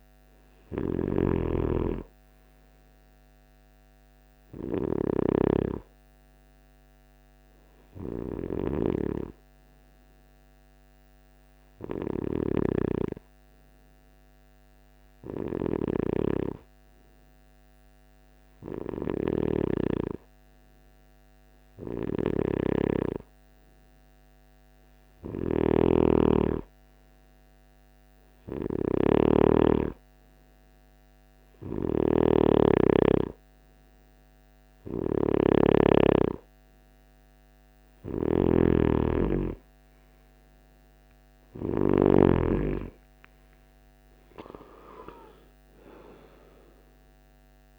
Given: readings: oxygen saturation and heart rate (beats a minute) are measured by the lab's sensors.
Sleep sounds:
breathing in sleep by a microphone on the trachea; 1
0.00-4.00 s: oxygen desaturation (device-marked, oxygen 93% lowest, heart rate 59 extreme)
9.00-24.00 s: hypopnea (oxygen 97% before, 93% lowest, heart rate 69 before, 60 extreme, up 7 after)
24.50-29.00 s: snoring (device-marked)
25.00-28.50 s: arousal
31.00-41.50 s: snoring (device-marked)
From the record:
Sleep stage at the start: N2 (light sleep); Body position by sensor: on the right side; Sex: male

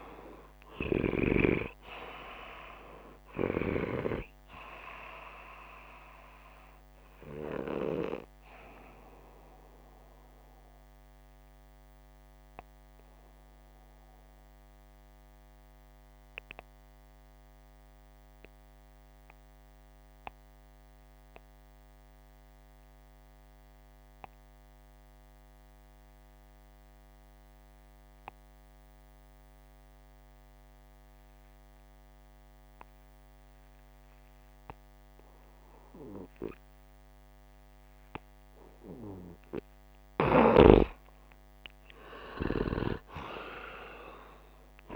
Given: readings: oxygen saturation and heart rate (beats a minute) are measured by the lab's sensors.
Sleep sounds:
breathing in sleep by a microphone on the trachea; 1
0.00-12.00 s: oxygen desaturation (device-marked, oxygen 84% lowest, heart rate 64 extreme)
9.00-38.00 s: obstructive apnea (oxygen 98% before, 85% lowest, heart rate 67 before, 64 extreme, up 4 after)
35.00-44.96 s: oxygen desaturation (device-marked, oxygen 96% before, 85% lowest, heart rate 66 before, 58 extreme)
40.00-44.96 s: snoring (device-marked)
40.50-44.00 s: arousal
From the record:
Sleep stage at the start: N2 (light sleep); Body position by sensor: upright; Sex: male

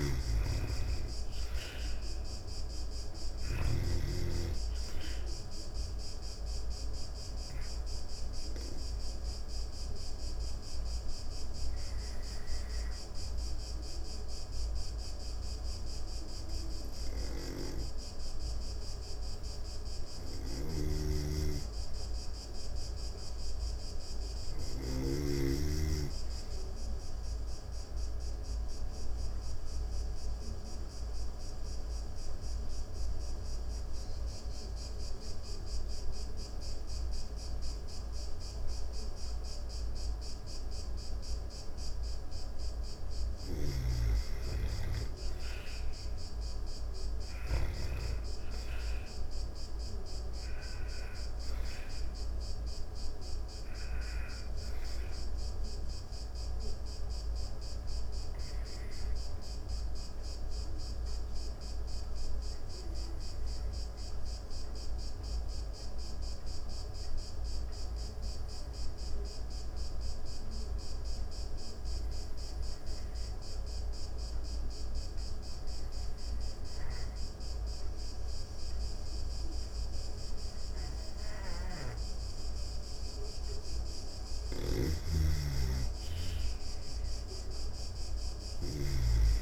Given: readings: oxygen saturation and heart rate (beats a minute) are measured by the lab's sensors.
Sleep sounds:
breathing in sleep by a room microphone; 3
0.00-3.00 s: snoring (device-marked)
0.00-19.50 s: oxygen desaturation (device-marked, oxygen 86% lowest)
5.50-17.00 s: obstructive apnea (oxygen 98% before, 86% lowest)
19.50-22.50 s: arousal
19.50-24.50 s: snoring (device-marked)
27.50-41.50 s: obstructive apnea (oxygen 98% before, 86% lowest)
32.50-38.50 s: oxygen desaturation (device-marked, oxygen 97% before, 94% lowest)
42.50-47.00 s: snoring (device-marked)
45.00-49.00 s: arousal
46.50-66.50 s: oxygen desaturation (device-marked, oxygen 95% before, 86% lowest)
58.00-82.00 s: obstructive apnea (oxygen 97% before, 84% lowest)
82.50-89.42 s: oxygen desaturation (device-marked, oxygen 98% before, 89% lowest)
83.50-89.42 s: snoring (device-marked)
84.50-89.00 s: arousal
From the record:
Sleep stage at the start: N2 (light sleep); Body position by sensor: on the back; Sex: female

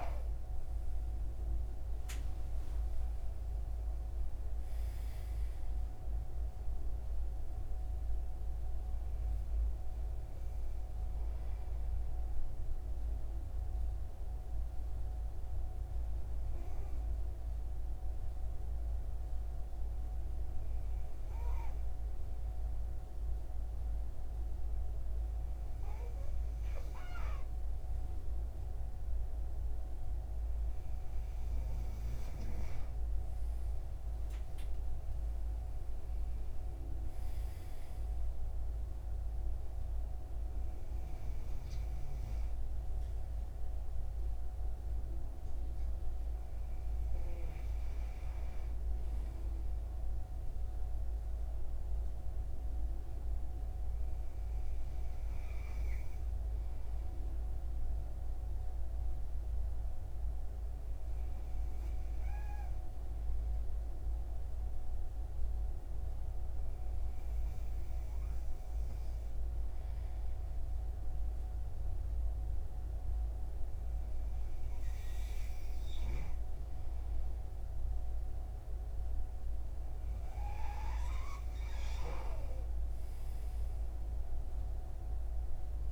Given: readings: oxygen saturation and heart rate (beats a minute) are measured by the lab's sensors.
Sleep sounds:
breathing in sleep, hard to hear, by a room microphone; 2
2.00-6.50 s: arousal
11.00-23.00 s: hypopnea (oxygen 96% before, 94% lowest)
24.50-29.00 s: arousal
59.50-76.00 s: hypopnea (oxygen 96% before, 94% lowest)
77.50-81.00 s: arousal
From the record:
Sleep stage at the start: N2 (light sleep); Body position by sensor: on the right side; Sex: male

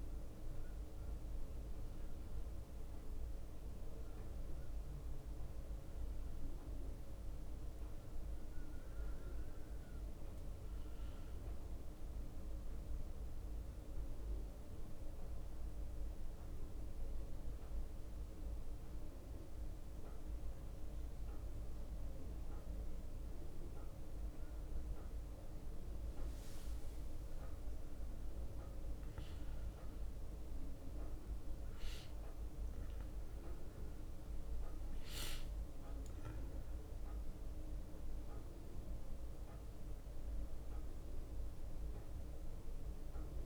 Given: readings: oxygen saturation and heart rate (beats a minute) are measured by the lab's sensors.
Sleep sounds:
a person awake in a sleep study, hard to hear, by a room microphone; none
7.00-17.50 s: leg movement (device-marked)
From the record:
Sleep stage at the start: awake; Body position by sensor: on the back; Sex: male

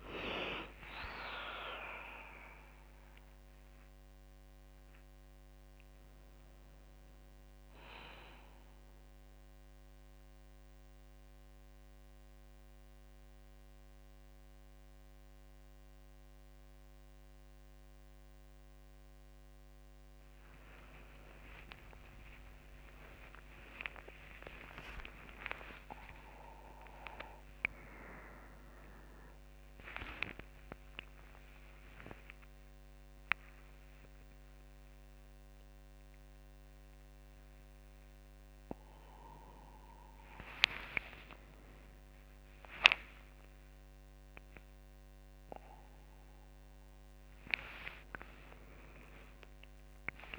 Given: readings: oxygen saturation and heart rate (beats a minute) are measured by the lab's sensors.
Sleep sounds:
a person awake in a sleep study, by a microphone on the trachea; none
20.50-22.50 s: long interval between heartbeats (device-marked, heart rate 59 before, 71 extreme)
20.50-27.50 s: tachycardia (device-marked, heart rate 63 before, 135 extreme)
22.50-24.50 s: long interval between heartbeats (device-marked, heart rate 59 before, 87 extreme)
24.50-26.50 s: long interval between heartbeats (device-marked, heart rate 62 before, 121 extreme)
26.50-34.50 s: oxygen desaturation (device-marked, oxygen 99% before, 96% lowest, heart rate 68 before, 66 extreme)
27.00-29.00 s: long interval between heartbeats (device-marked, heart rate 68 before, 127 extreme)
28.50-34.50 s: tachycardia (device-marked, heart rate 64 before, 124 extreme)
31.50-33.50 s: long interval between heartbeats (device-marked, heart rate 84 before, 109 extreme)
42.50-44.50 s: long interval between heartbeats (device-marked, heart rate 105 before, 84 extreme)
From the record:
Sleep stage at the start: awake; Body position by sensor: on the back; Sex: female

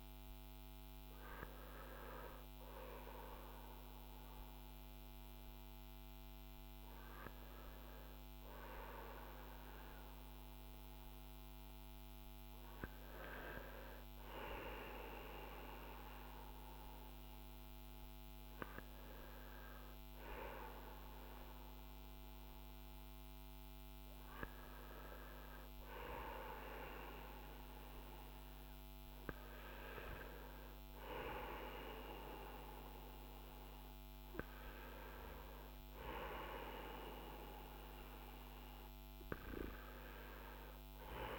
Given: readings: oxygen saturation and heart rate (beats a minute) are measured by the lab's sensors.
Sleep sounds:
breathing in sleep by a microphone on the trachea; none
23.50-41.39 s: new sleep stage, N2 (light sleep)
From the record:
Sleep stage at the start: N1 (lightest sleep); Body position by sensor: on the front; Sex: male

